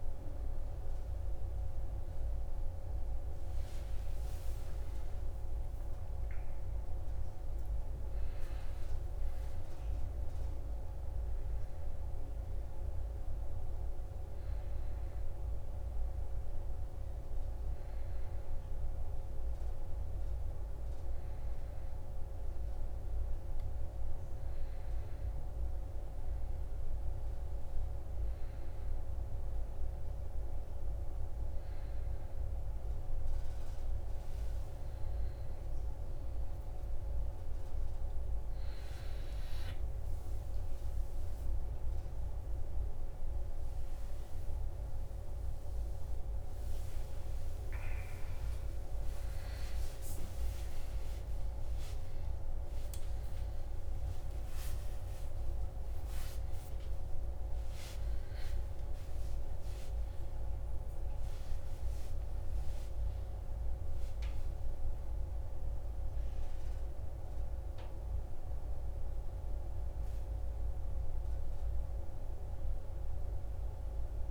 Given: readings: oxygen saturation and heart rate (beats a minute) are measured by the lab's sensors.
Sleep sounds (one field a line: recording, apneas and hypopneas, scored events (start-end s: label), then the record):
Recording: a person awake in a sleep study, hard to hear, by a room microphone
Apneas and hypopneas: none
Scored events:
none scored
From the record:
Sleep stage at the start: awake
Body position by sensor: on the right side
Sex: male